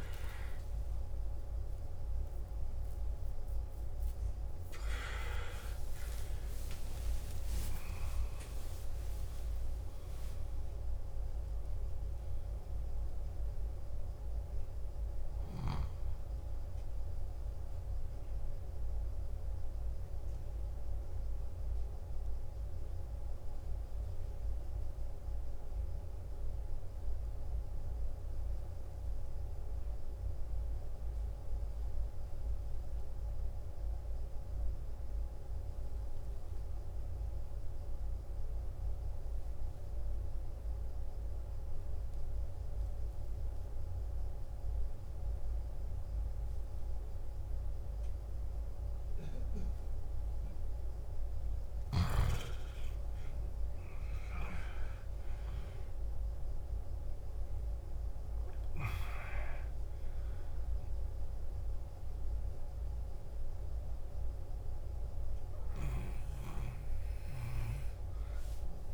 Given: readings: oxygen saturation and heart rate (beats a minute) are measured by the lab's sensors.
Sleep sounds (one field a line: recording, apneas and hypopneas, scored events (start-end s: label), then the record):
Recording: breathing in sleep, hard to hear, by a room microphone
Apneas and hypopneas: 1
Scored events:
0.00-8.50 s: oxygen desaturation (device-marked, oxygen 91% lowest, heart rate 57 extreme)
1.50-7.50 s: arousal
7.00-9.00 s: long interval between heartbeats (device-marked, heart rate 62 before, 73 extreme)
14.50-27.50 s: oxygen desaturation (device-marked, oxygen 93% before, 89% lowest, heart rate 70 before, 54 extreme)
19.00-51.00 s: mixed apnea (oxygen 96% before, 87% lowest, heart rate 71 before, 54 extreme, up 14 after)
39.50-68.94 s: oxygen desaturation (device-marked, oxygen 99% before, 87% lowest, heart rate 58 before, 53 extreme)
53.00-56.00 s: arousal
From the record:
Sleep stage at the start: N2 (light sleep)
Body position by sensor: on the back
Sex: male